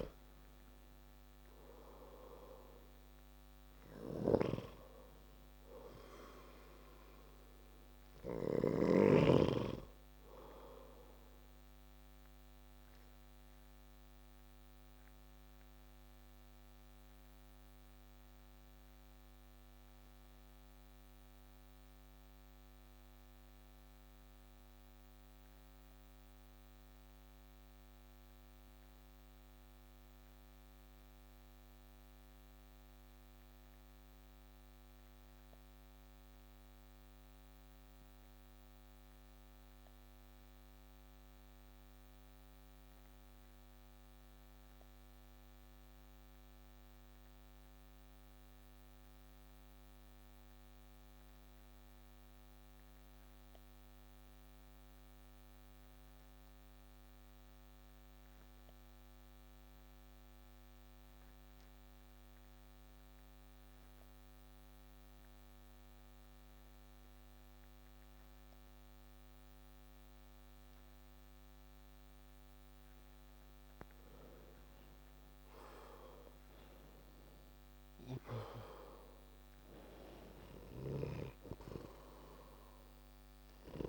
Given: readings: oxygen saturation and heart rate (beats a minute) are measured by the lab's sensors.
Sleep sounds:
breathing in sleep by a microphone on the trachea; 1
0.00-8.00 s: oxygen desaturation (device-marked, oxygen 92% lowest)
12.50-72.50 s: obstructive apnea (oxygen 96% before, 87% lowest)
15.00-34.00 s: oxygen desaturation (device-marked, oxygen 93% before, 90% lowest)
66.00-83.89 s: oxygen desaturation (device-marked, oxygen 97% before, 87% lowest)
74.00-78.00 s: arousal
From the record:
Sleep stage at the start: N2 (light sleep); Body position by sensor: on the back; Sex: male

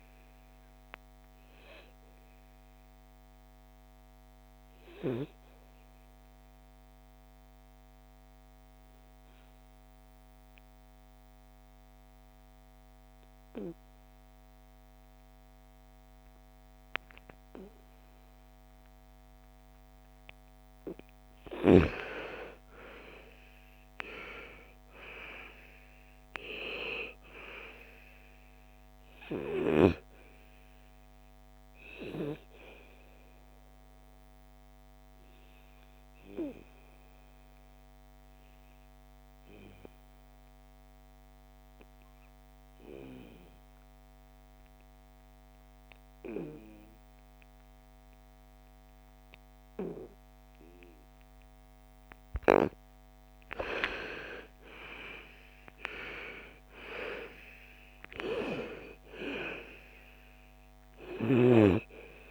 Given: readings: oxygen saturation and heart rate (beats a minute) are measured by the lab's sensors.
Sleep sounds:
breathing in sleep by a microphone on the trachea; 2
0.00-19.50 s: oxygen desaturation (device-marked, oxygen 88% lowest, heart rate 56 extreme)
4.00-21.00 s: obstructive apnea (oxygen 99% before, 83% lowest, heart rate 60 before, 56 extreme, up 12 after)
22.50-26.00 s: arousal
28.50-40.50 s: oxygen desaturation (device-marked, oxygen 99% before, 84% lowest, heart rate 59 before, 56 extreme)
33.50-52.00 s: obstructive apnea (oxygen 99% before, 83% lowest, heart rate 61 before, 55 extreme, up 13 after)
53.50-62.31 s: oxygen desaturation (device-marked, oxygen 99% before, 83% lowest, heart rate 57 before, 55 extreme)
From the record:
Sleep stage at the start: N2 (light sleep); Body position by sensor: on the back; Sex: female

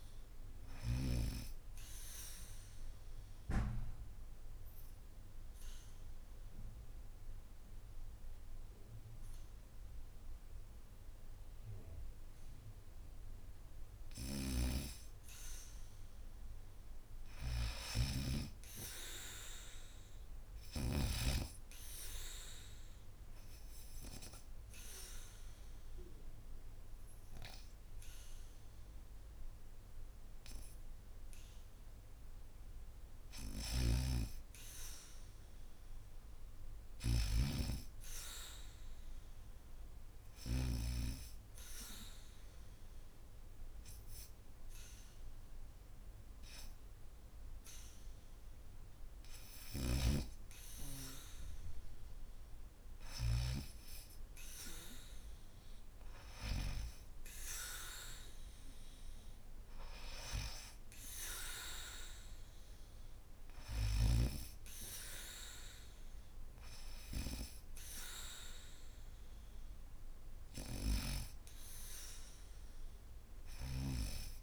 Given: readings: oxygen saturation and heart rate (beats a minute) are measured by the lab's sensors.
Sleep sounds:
breathing in sleep by a room microphone; 3
1.50-13.50 s: obstructive apnea (oxygen 99% before, 85% lowest, heart rate 83 before, 73 extreme, up 0 after)
13.50-18.00 s: snoring (device-marked)
16.00-19.50 s: arousal
16.50-38.50 s: oxygen desaturation (device-marked, oxygen 98% before, 85% lowest, heart rate 79 before, 72 extreme)
22.50-33.50 s: obstructive apnea (oxygen 99% before, 85% lowest, heart rate 77 before, 72 extreme, up 0 after)
33.00-40.50 s: snoring (device-marked)
35.00-37.00 s: arousal
39.00-50.00 s: hypopnea (oxygen 98% before, 89% lowest, heart rate 75 before, 72 extreme, up 1 after)
40.50-54.50 s: oxygen desaturation (device-marked, oxygen 96% before, 89% lowest, heart rate 75 before, 72 extreme)
49.00-53.00 s: snoring (device-marked)
55.50-59.00 s: arousal
From the record:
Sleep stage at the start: N2 (light sleep); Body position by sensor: on the back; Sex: female

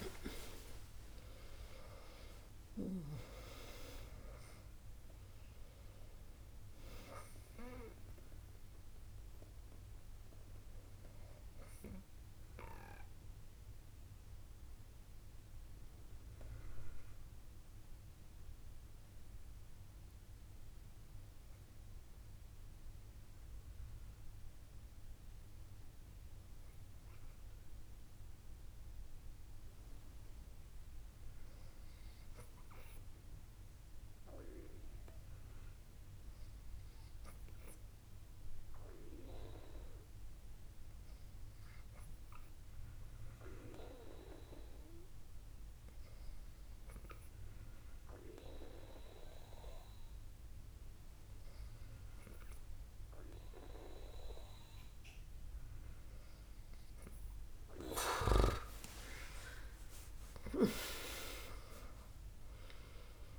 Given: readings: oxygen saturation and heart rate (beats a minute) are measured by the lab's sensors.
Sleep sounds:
breathing in sleep by a room microphone; 1
0.00-3.00 s: arousal
15.00-52.50 s: hypopnea (oxygen 96% before, 96% lowest, heart rate 94 before, 61 extreme, up 25 after)
59.00-63.00 s: arousal
From the record:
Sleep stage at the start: N2 (light sleep); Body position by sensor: on the back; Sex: female

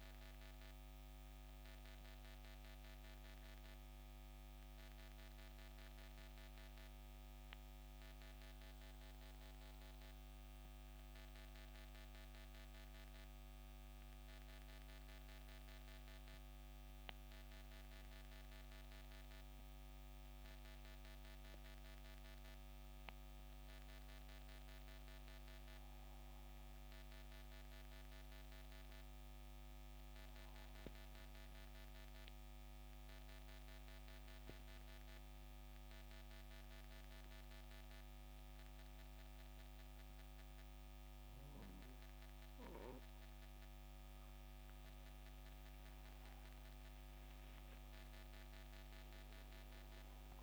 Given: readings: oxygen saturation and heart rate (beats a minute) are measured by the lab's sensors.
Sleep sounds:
breathing in sleep, hard to hear, by a microphone on the trachea; 1
0.00-5.00 s: oxygen desaturation (device-marked, oxygen 87% lowest, heart rate 67 extreme)
9.00-13.00 s: arousal
17.50-44.50 s: hypopnea (oxygen 96% before, 88% lowest, heart rate 70 before, 67 extreme, up 13 after)
25.00-50.43 s: oxygen desaturation (device-marked, oxygen 96% before, 88% lowest, heart rate 69 before, 65 extreme)
28.00-50.43 s: new sleep stage, N2 (light sleep)
46.50-50.43 s: arousal
From the record:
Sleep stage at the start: REM sleep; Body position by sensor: on the back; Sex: male

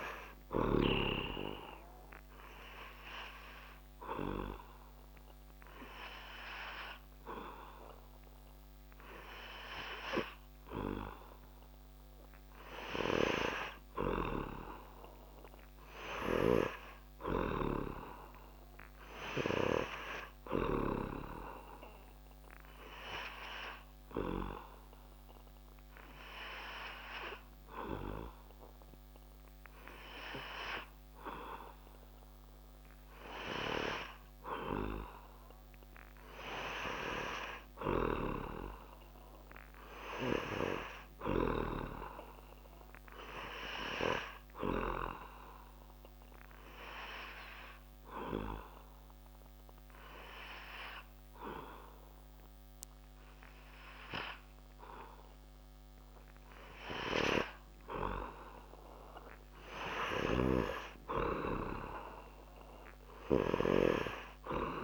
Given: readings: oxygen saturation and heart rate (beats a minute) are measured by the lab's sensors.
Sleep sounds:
breathing in sleep by a microphone on the trachea; 3
1.50-12.50 s: obstructive apnea (oxygen 98% before, 96% lowest)
15.50-18.00 s: arousal
22.00-33.00 s: obstructive apnea (oxygen 98% before, 96% lowest)
36.50-40.00 s: arousal
45.50-57.00 s: obstructive apnea (oxygen 98% before, 95% lowest)
59.50-63.50 s: arousal
From the record:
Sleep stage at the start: N3 (deep sleep); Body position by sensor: on the back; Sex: male

